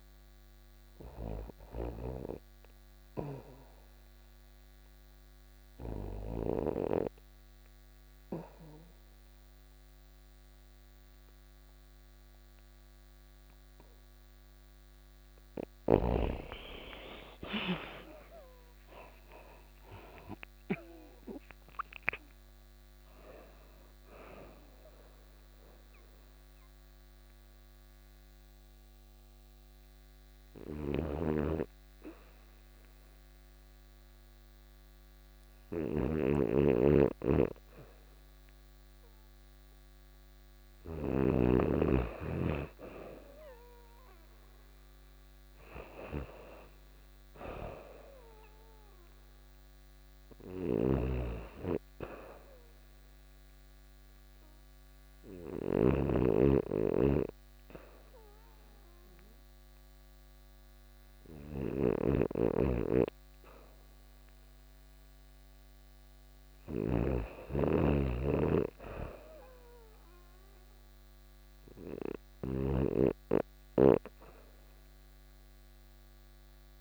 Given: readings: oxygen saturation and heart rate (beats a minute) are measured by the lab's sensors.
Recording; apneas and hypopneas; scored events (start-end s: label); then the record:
breathing in sleep by a microphone on the trachea; 3
0.00-6.00 s: snoring (device-marked)
3.00-14.50 s: hypopnea (oxygen 86% before, 75% lowest, heart rate 94 before, 95 extreme, up 6 after)
4.00-14.00 s: oxygen desaturation (device-marked, oxygen 85% before, 80% lowest, heart rate 94 before, 96 extreme)
12.00-72.00 s: new sleep stage, N1 (lightest sleep)
15.50-20.00 s: arousal
24.00-33.00 s: oxygen desaturation (device-marked, oxygen 85% before, 75% lowest, heart rate 97 before, 95 extreme)
24.50-41.50 s: hypopnea (oxygen 85% before, 75% lowest, heart rate 97 before, 94 extreme, up 2 after)
29.50-40.50 s: snoring (device-marked)
42.50-47.00 s: arousal
47.00-59.00 s: oxygen desaturation (device-marked, oxygen 97% before, 87% lowest, heart rate 97 before, 92 extreme)
49.50-76.81 s: snoring (device-marked)
54.00-65.50 s: hypopnea (oxygen 98% before, 88% lowest, heart rate 96 before, 92 extreme, up 0 after)
66.50-71.00 s: arousal
68.00-76.81 s: oxygen desaturation (device-marked, oxygen 96% before, 89% lowest, heart rate 95 before, 92 extreme)
72.00-76.81 s: new sleep stage, N2 (light sleep)
From the record:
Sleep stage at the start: REM sleep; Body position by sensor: on the back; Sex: female